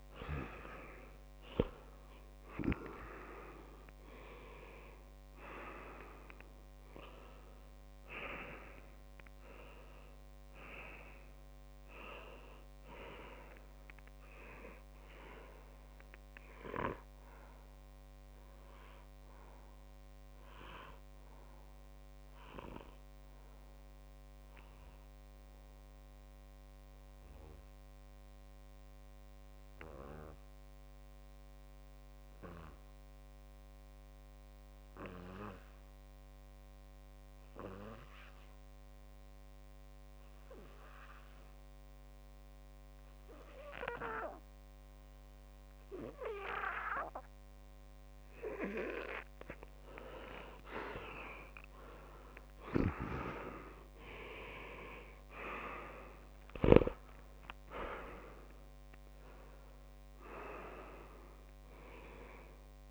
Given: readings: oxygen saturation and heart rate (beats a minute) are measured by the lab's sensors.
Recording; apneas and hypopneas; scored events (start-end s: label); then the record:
breathing in sleep by a microphone on the trachea; 1
0.00-1.00 s: long interval between heartbeats (device-marked, heart rate 47 extreme)
0.00-2.00 s: arousal
0.50-7.50 s: oxygen desaturation (device-marked, oxygen 99% before, 95% lowest)
3.50-5.50 s: long interval between heartbeats (device-marked, heart rate 55 before, 27 extreme)
16.00-18.00 s: long interval between heartbeats (device-marked)
16.00-49.50 s: obstructive apnea (oxygen 99% before, 93% lowest)
20.50-22.50 s: long interval between heartbeats (device-marked)
24.50-26.50 s: long interval between heartbeats (device-marked)
29.00-31.00 s: long interval between heartbeats (device-marked)
32.00-34.00 s: long interval between heartbeats (device-marked, heart rate 32 before, 47 extreme)
40.50-42.50 s: long interval between heartbeats (device-marked, heart rate 42 before, 48 extreme)
44.00-46.00 s: long interval between heartbeats (device-marked, heart rate 45 before, 77 extreme)
46.50-62.50 s: oxygen desaturation (device-marked, oxygen 99% before, 93% lowest)
51.50-53.50 s: long interval between heartbeats (device-marked, heart rate 49 before, 32 extreme)
52.00-56.00 s: arousal
From the record:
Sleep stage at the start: N2 (light sleep); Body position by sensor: on the back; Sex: male